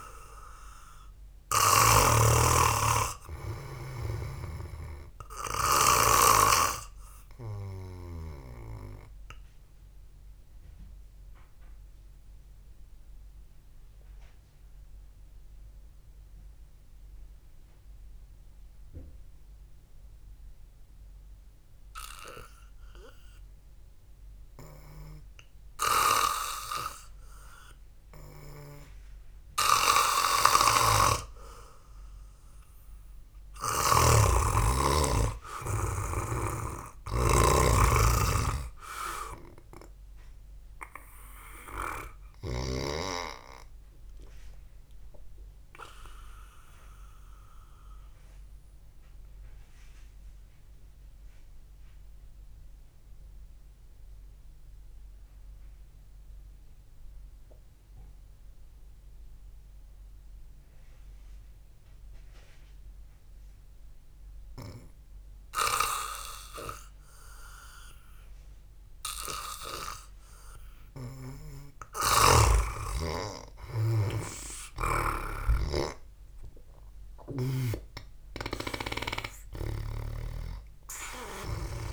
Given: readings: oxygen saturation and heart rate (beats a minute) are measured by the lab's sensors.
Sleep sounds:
breathing in sleep by a room microphone; 2
0.00-7.00 s: snoring (device-marked)
0.50-29.50 s: oxygen desaturation (device-marked, oxygen 96% before, 89% lowest, heart rate 60 before, 51 extreme)
12.00-27.00 s: obstructive apnea (oxygen 99% before, 89% lowest, heart rate 55 before, 51 extreme, up 0 after)
31.50-35.00 s: arousal
31.50-35.00 s: snoring (device-marked)
37.00-43.50 s: snoring (device-marked)
45.00-71.00 s: mixed apnea (oxygen 96% before, 89% lowest, heart rate 57 before, 49 extreme, up 1 after)
51.50-65.50 s: oxygen desaturation (device-marked, oxygen 94% before, 90% lowest, heart rate 59 before, 49 extreme)
74.00-78.00 s: arousal
78.00-81.93 s: snoring (device-marked)
From the record:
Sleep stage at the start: N2 (light sleep); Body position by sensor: on the back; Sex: male

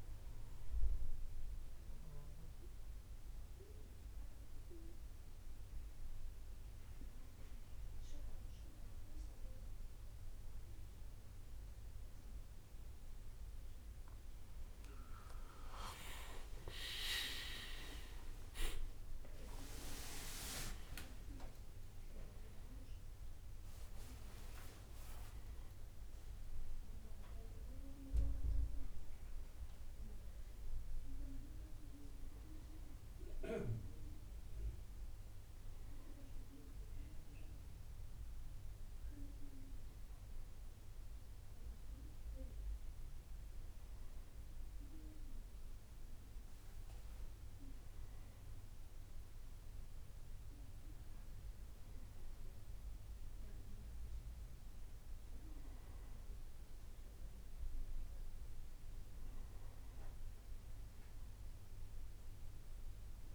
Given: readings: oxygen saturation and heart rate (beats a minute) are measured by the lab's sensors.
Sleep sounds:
a person awake in a sleep study, by a room microphone; 1
2.50-15.00 s: obstructive apnea (oxygen 96% before, 93% lowest, heart rate 68 before, 61 extreme, up 16 after)
18.50-30.50 s: drop in pulse transit time (device-marked, heart rate 64 before, 70 extreme)
19.50-34.50 s: oxygen desaturation (device-marked, oxygen 96% before, 93% lowest, heart rate 64 before, 64 extreme)
From the record:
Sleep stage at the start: awake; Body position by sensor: on the back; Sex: male

